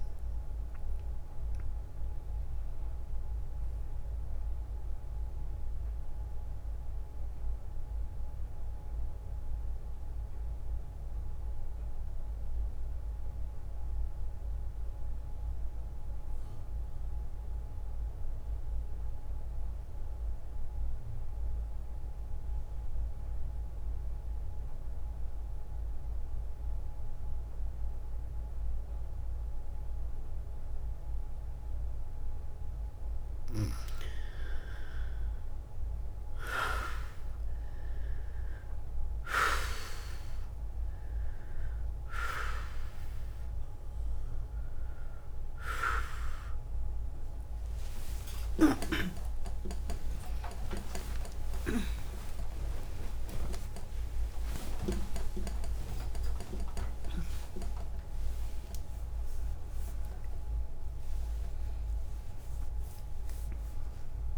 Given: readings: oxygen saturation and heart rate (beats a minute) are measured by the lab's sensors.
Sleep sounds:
a person partly awake in a sleep study, by a room microphone; 1
0.00-17.00 s: oxygen desaturation (device-marked, oxygen 89% lowest, heart rate 55 extreme)
9.50-33.00 s: mixed apnea (oxygen 97% before, 84% lowest, heart rate 63 before, 55 extreme, up 0 after)
34.00-64.38 s: oxygen desaturation (device-marked, oxygen 99% before, 84% lowest, heart rate 60 before, 60 extreme)
48.00-64.38 s: new sleep stage, awake
49.00-51.00 s: long interval between heartbeats (device-marked, heart rate 61 before, 80 extreme)
52.00-64.38 s: tachycardia (device-marked, heart rate 61 before, 171 extreme)
58.50-60.50 s: long interval between heartbeats (device-marked, heart rate 79 before, 145 extreme)
62.50-64.38 s: long interval between heartbeats (device-marked, heart rate 99 before, 161 extreme)
From the record:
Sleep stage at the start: N2 (light sleep); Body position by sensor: on the back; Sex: female

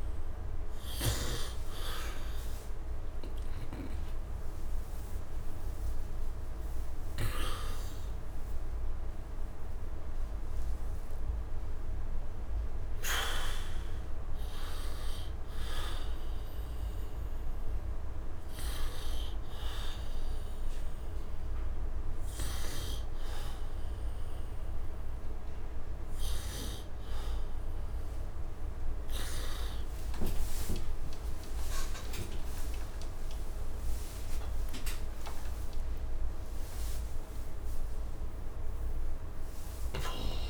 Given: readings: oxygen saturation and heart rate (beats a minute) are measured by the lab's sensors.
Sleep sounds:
breathing in sleep by a room microphone; none
0.00-20.00 s: oxygen desaturation (device-marked, oxygen 87% lowest)
1.50-6.00 s: arousal
12.00-40.49 s: new sleep stage, N1 (lightest sleep)
30.00-37.50 s: arousal
39.00-40.49 s: bradycardia (device-marked)
From the record:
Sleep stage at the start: N2 (light sleep); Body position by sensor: on the back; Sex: male

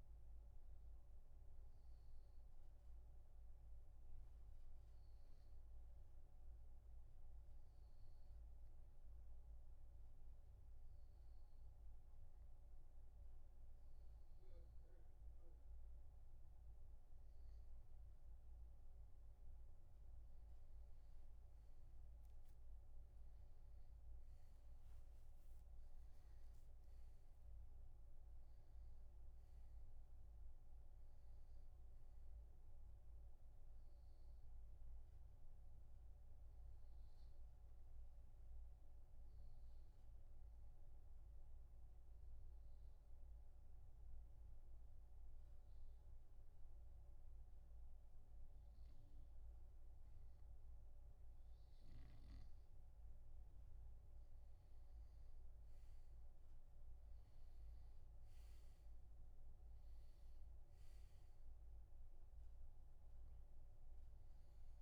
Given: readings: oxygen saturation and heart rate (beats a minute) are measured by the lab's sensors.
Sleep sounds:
breathing in sleep, hard to hear, by a room microphone; 2
0.00-18.00 s: oxygen desaturation (device-marked, oxygen 91% lowest)
1.50-16.50 s: hypopnea (oxygen 96% before, 91% lowest)
21.00-26.50 s: arousal
29.00-47.00 s: oxygen desaturation (device-marked, oxygen 95% before, 92% lowest)
39.00-51.50 s: obstructive apnea (oxygen 95% before, 91% lowest, heart rate 36 before, 57 extreme, up 42 after)
55.00-60.50 s: arousal
61.00-64.82 s: oxygen desaturation (device-marked, oxygen 96% before, 91% lowest, heart rate 189 before, 54 extreme)
From the record:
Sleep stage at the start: N2 (light sleep); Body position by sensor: on the right side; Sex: male

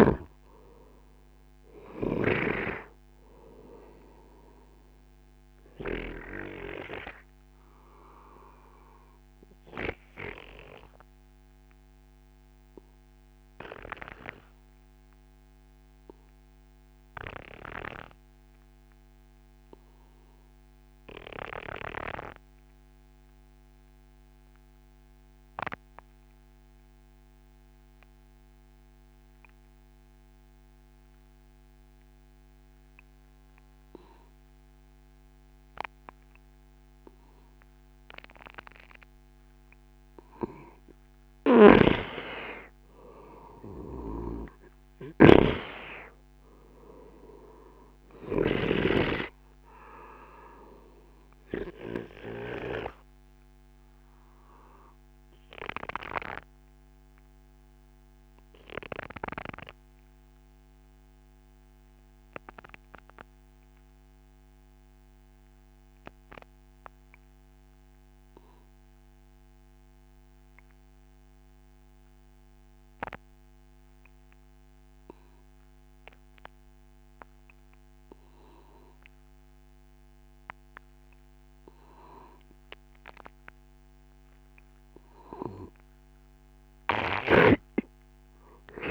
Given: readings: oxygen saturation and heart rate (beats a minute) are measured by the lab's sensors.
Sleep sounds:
breathing in sleep by a microphone on the trachea; 2
0.00-2.50 s: snoring (device-marked)
3.50-36.50 s: obstructive apnea (oxygen 97% before, 92% lowest, heart rate 76 before, 64 extreme, up 2 after)
37.50-41.50 s: arousal
37.50-57.50 s: oxygen desaturation (device-marked, oxygen 97% before, 92% lowest, heart rate 70 before, 58 extreme)
41.50-52.50 s: snoring (device-marked)
50.00-84.50 s: obstructive apnea (oxygen 98% before, 91% lowest, heart rate 67 before, 55 extreme, up 12 after)
87.50-88.91 s: oxygen desaturation (device-marked, oxygen 96% before, 91% lowest, heart rate 68 before, 56 extreme)
From the record:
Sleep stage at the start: N2 (light sleep); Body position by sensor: on the right side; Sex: male

